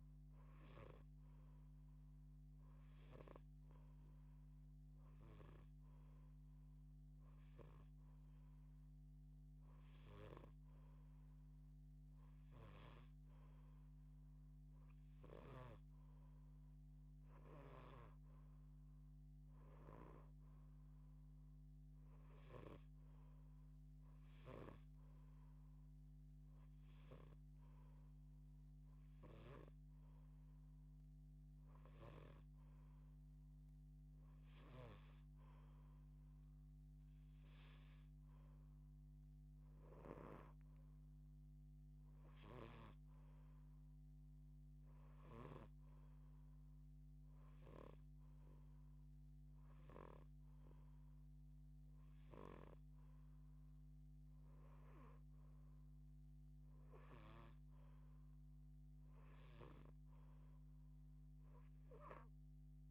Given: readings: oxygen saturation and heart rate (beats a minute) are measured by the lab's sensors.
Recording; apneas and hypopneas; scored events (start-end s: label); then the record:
breathing in sleep by a microphone on the trachea; none
9.50-15.00 s: snoring (device-marked)
17.00-22.00 s: snoring (device-marked)
31.00-39.50 s: snoring (device-marked)
41.50-45.00 s: snoring (device-marked)
47.00-52.00 s: snoring (device-marked)
From the record:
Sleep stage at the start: N2 (light sleep); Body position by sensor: on the left side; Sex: female